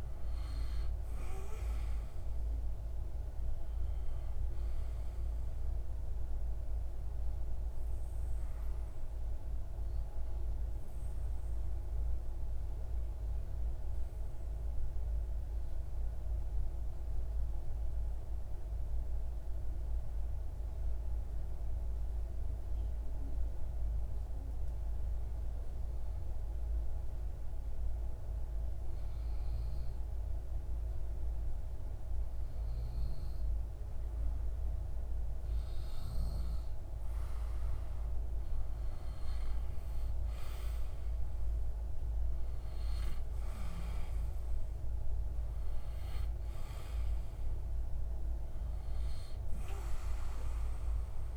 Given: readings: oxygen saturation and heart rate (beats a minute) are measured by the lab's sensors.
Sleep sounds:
breathing in sleep, hard to hear, by a room microphone; 1
0.00-10.50 s: oxygen desaturation (device-marked, oxygen 94% lowest)
5.00-33.50 s: obstructive apnea (oxygen 98% before, 93% lowest)
36.00-41.00 s: arousal
36.50-51.37 s: oxygen desaturation (device-marked, oxygen 97% before, 93% lowest)
From the record:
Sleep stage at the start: N2 (light sleep); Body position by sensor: on the back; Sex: male

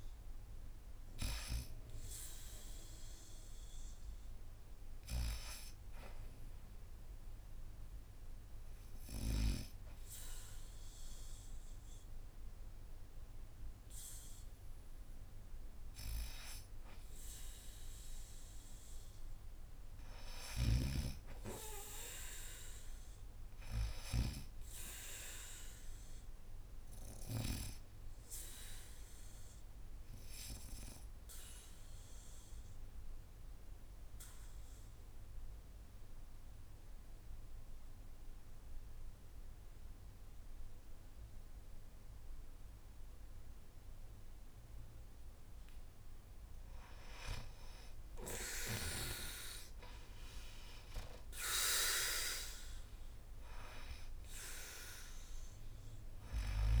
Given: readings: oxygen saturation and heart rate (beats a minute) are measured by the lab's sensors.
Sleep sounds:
breathing in sleep by a room microphone; 1
13.00-17.00 s: arousal
22.00-36.00 s: oxygen desaturation (device-marked, oxygen 99% before, 94% lowest, heart rate 79 before, 73 extreme)
30.00-44.50 s: obstructive apnea (oxygen 100% before, 86% lowest, heart rate 79 before, 73 extreme, up 0 after)
46.50-50.00 s: arousal
From the record:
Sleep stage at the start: N2 (light sleep); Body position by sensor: on the back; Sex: female

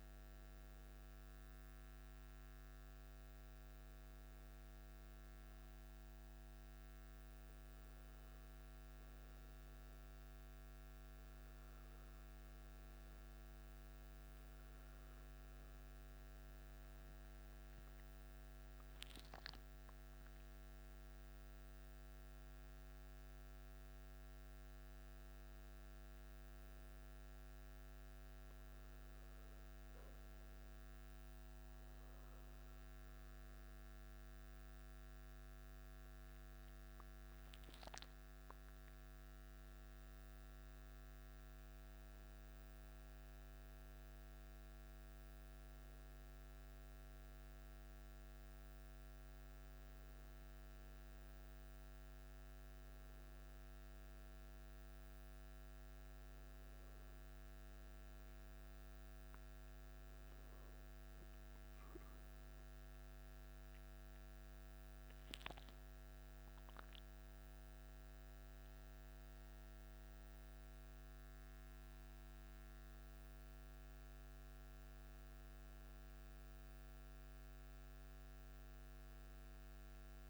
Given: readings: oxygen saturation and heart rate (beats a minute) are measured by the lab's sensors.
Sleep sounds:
a person awake in a sleep study, hard to hear, by a microphone on the trachea; none
none scored
From the record:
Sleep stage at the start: awake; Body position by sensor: on the back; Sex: male

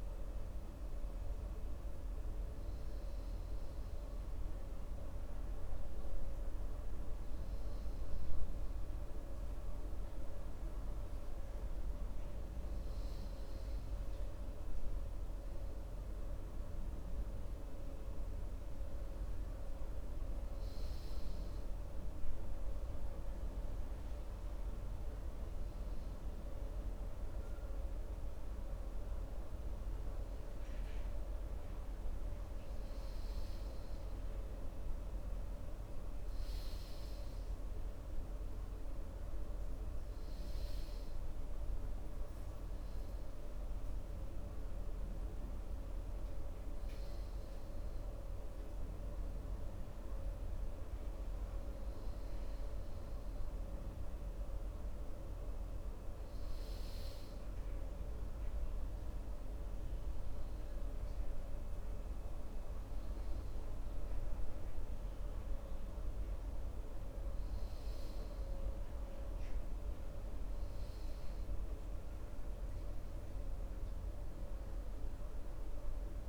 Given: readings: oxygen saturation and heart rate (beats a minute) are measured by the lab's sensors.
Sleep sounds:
breathing in sleep, hard to hear, by a room microphone; none
none scored
From the record:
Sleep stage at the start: N2 (light sleep); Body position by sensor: on the right side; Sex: male

